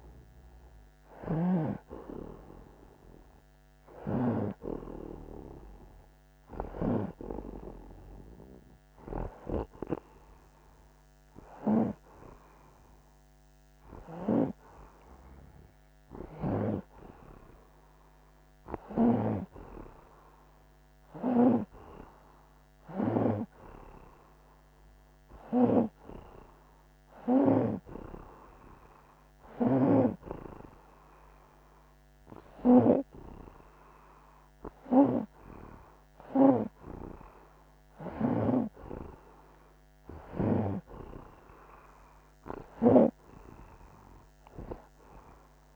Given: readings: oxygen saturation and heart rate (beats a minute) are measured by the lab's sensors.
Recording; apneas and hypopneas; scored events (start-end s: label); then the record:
breathing in sleep by a microphone on the trachea; none
0.00-2.00 s: snoring (device-marked)
34.00-39.00 s: arousal
From the record:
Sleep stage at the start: N1 (lightest sleep); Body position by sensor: on the back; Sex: male